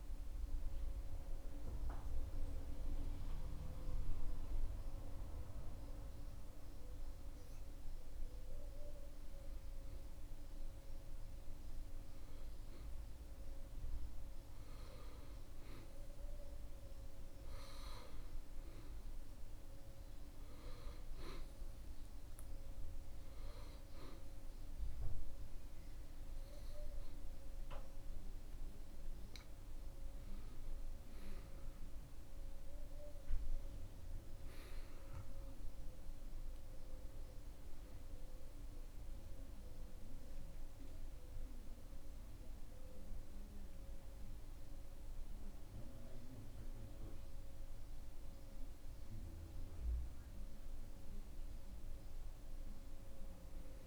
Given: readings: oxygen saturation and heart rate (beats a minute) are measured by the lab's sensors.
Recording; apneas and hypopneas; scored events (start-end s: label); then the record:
breathing in sleep, hard to hear, by a room microphone; 1
2.50-12.50 s: hypopnea (oxygen 95% before, 93% lowest, heart rate 96 before, 91 extreme, up 8 after)
18.00-21.50 s: arousal
21.00-34.00 s: oxygen desaturation (device-marked, oxygen 96% before, 93% lowest, heart rate 95 before, 73 extreme)
From the record:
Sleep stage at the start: N2 (light sleep); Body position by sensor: on the back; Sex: male